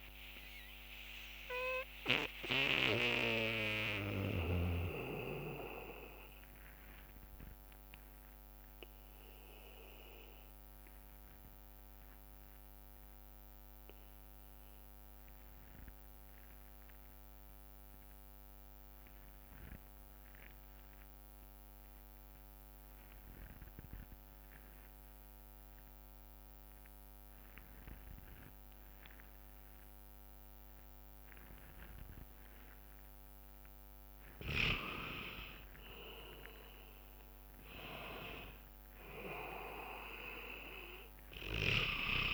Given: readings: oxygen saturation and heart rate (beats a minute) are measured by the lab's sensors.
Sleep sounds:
breathing in sleep by a microphone on the trachea; 1
0.00-3.00 s: drop in pulse transit time (device-marked, heart rate 60 extreme)
0.00-8.00 s: bradycardia (device-marked, heart rate 69 before, 52 extreme)
0.00-10.00 s: oxygen desaturation (device-marked, oxygen 85% lowest, heart rate 52 extreme)
8.00-34.50 s: obstructive apnea (oxygen 96% before, 90% lowest, heart rate 85 before, 55 extreme, up 22 after)
30.00-42.34 s: oxygen desaturation (device-marked, oxygen 99% before, 90% lowest, heart rate 61 before, 55 extreme)
32.50-34.50 s: long interval between heartbeats (device-marked, heart rate 61 before, 70 extreme)
36.00-38.00 s: long interval between heartbeats (device-marked, heart rate 64 before, 83 extreme)
36.00-41.00 s: arousal
From the record:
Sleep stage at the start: N2 (light sleep); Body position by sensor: on the back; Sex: male

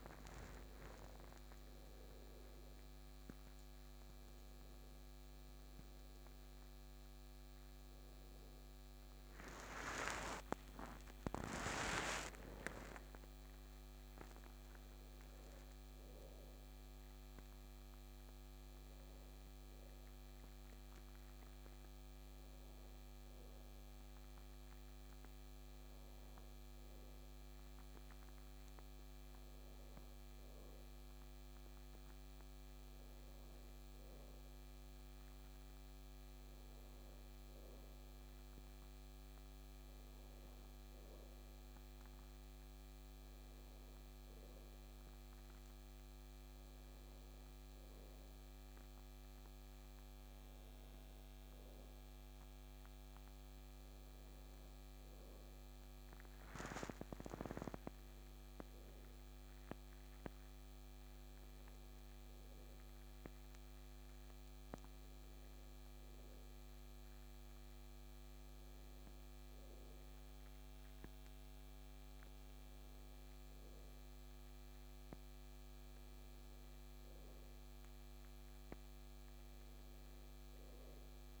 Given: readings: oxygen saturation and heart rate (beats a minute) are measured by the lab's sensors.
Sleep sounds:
a person awake in a sleep study, by a microphone on the trachea; none
24.50-54.50 s: new sleep stage, N2 (light sleep)
54.50-81.40 s: new sleep stage, awake
From the record:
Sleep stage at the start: awake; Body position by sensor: on the back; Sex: male

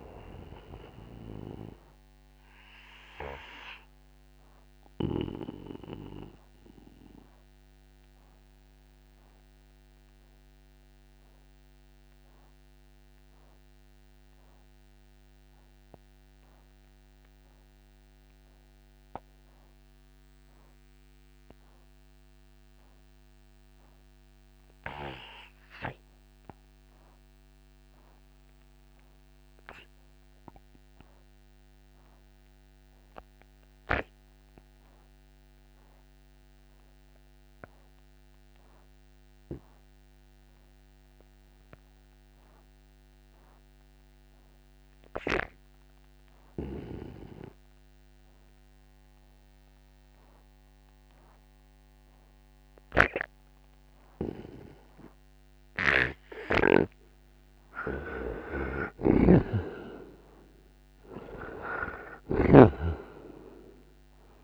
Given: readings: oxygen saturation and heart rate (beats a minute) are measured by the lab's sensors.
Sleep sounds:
breathing in sleep by a microphone on the trachea; 1
0.00-27.00 s: oxygen desaturation (device-marked, oxygen 79% lowest, heart rate 61 extreme)
3.00-56.00 s: obstructive apnea (oxygen 98% before, 74% lowest, heart rate 76 before, 61 extreme, up 39 after)
39.00-64.44 s: oxygen desaturation (device-marked, oxygen 98% before, 74% lowest, heart rate 66 before, 59 extreme)
55.50-64.44 s: snoring (device-marked)
57.50-62.50 s: arousal
From the record:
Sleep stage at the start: N2 (light sleep); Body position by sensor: on the right side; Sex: male

